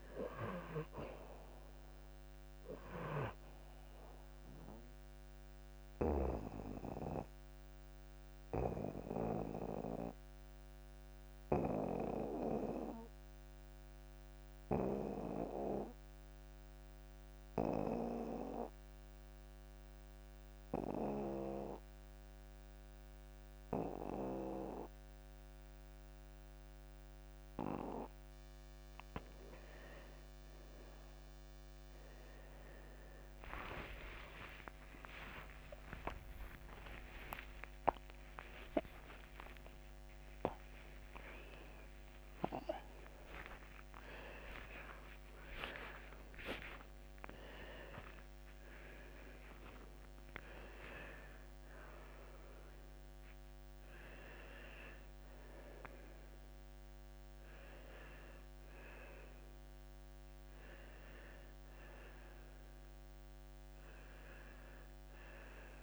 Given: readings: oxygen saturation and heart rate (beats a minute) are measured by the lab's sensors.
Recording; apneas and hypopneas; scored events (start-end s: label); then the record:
a person awake in a sleep study, by a microphone on the trachea; 1
0.00-1.00 s: arousal
4.50-24.50 s: oxygen desaturation (device-marked, oxygen 94% before, 87% lowest)
7.00-30.00 s: obstructive apnea (oxygen 97% before, 83% lowest)
23.50-65.83 s: new sleep stage, awake
30.50-33.50 s: tachycardia (device-marked)
31.50-63.50 s: oxygen desaturation (device-marked, oxygen 96% before, 83% lowest)
34.00-36.00 s: long interval between heartbeats (device-marked)
34.50-55.50 s: tachycardia (device-marked)
40.50-42.50 s: long interval between heartbeats (device-marked, heart rate 47 before, 120 extreme)
43.00-45.00 s: long interval between heartbeats (device-marked, heart rate 59 before, 148 extreme)
45.50-47.50 s: long interval between heartbeats (device-marked, heart rate 82 before, 152 extreme)
50.00-52.00 s: long interval between heartbeats (device-marked, heart rate 111 before, 133 extreme)
From the record:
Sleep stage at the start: N2 (light sleep); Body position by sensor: on the back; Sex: male